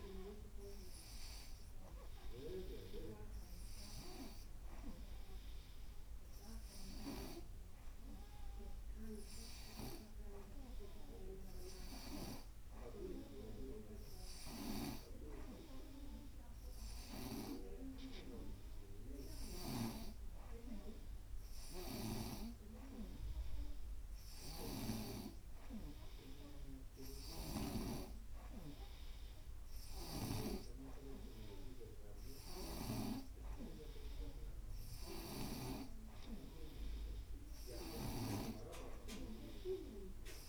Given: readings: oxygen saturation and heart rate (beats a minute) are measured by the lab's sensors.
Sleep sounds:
breathing in sleep by a room microphone; none
38.00-40.49 s: snoring (device-marked)
From the record:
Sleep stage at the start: N2 (light sleep); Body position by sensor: on the right side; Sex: female

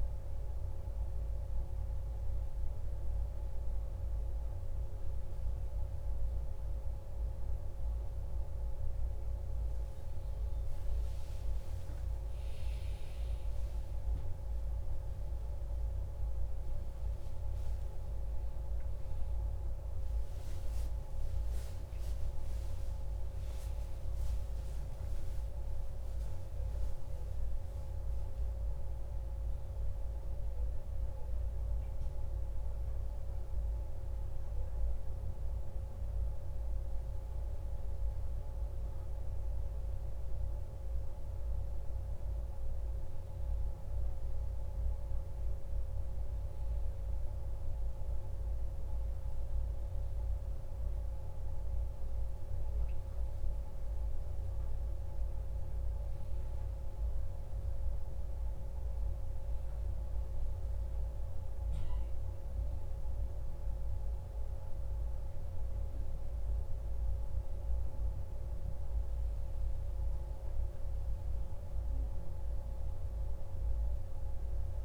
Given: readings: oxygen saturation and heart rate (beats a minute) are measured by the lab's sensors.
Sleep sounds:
a person awake in a sleep study, hard to hear, by a room microphone; none
63.00-74.85 s: new sleep stage, N1 (lightest sleep)
From the record:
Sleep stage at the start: awake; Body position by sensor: on the back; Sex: male

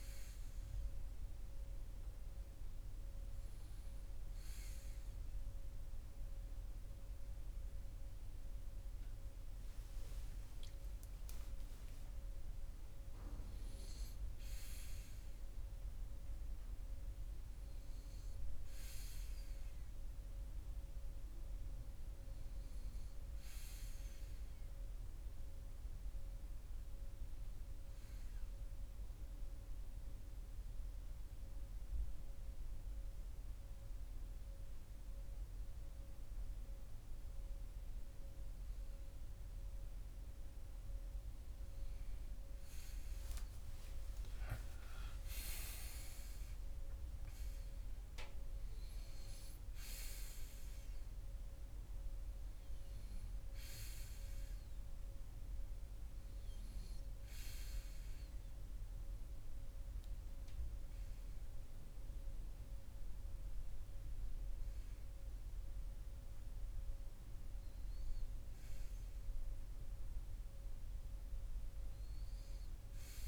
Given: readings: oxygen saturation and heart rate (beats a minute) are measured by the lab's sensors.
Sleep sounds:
breathing in sleep, hard to hear, by a room microphone; 1
14.00-17.50 s: arousal
27.50-37.50 s: central apnea (oxygen 97% before, 93% lowest)
40.50-45.00 s: arousal
From the record:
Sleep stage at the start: N1 (lightest sleep); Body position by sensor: on the right side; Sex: male

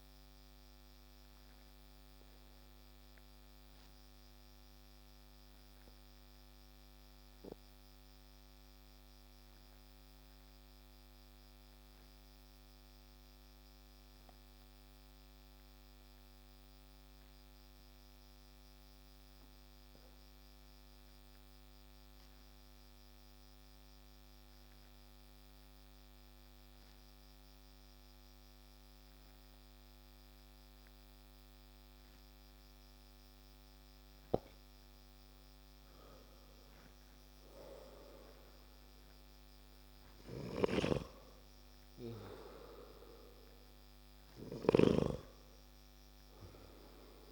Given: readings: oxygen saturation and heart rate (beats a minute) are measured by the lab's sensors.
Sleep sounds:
breathing in sleep by a microphone on the trachea; 1
0.00-10.00 s: oxygen desaturation (device-marked, oxygen 93% lowest)
0.50-32.00 s: obstructive apnea (oxygen 98% before, 86% lowest)
12.00-35.00 s: oxygen desaturation (device-marked, oxygen 94% before, 90% lowest)
35.00-40.50 s: arousal
37.00-47.32 s: oxygen desaturation (device-marked, oxygen 95% before, 86% lowest)
From the record:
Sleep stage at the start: N2 (light sleep); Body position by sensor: on the back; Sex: male

